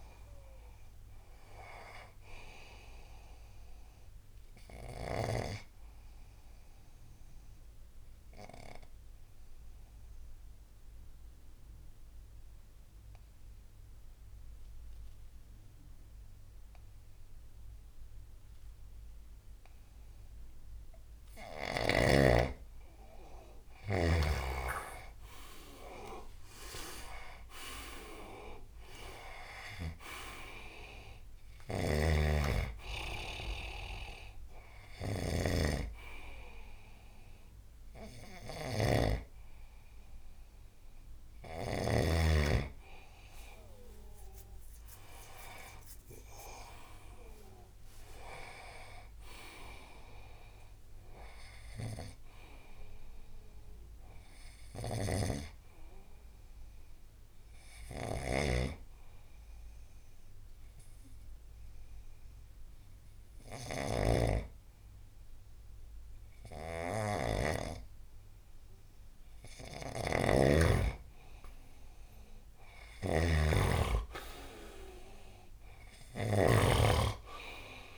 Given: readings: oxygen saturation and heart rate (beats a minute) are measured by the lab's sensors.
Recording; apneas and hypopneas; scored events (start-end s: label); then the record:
breathing in sleep by a room microphone; 2
6.50-20.50 s: obstructive apnea (oxygen 96% before, 90% lowest, heart rate 79 before, 71 extreme, up 8 after)
24.00-30.00 s: snoring (device-marked)
24.50-27.50 s: arousal
26.50-47.50 s: oxygen desaturation (device-marked, oxygen 99% before, 90% lowest, heart rate 76 before, 71 extreme)
34.50-41.50 s: snoring (device-marked)
47.00-51.00 s: arousal
54.50-77.98 s: snoring (device-marked)
58.00-70.00 s: hypopnea (oxygen 98% before, 92% lowest, heart rate 79 before, 71 extreme, up 13 after)
72.50-76.00 s: arousal
76.50-77.98 s: oxygen desaturation (device-marked, oxygen 98% before, 94% lowest, heart rate 77 before, 70 extreme)
From the record:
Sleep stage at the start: N2 (light sleep); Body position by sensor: on the right side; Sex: male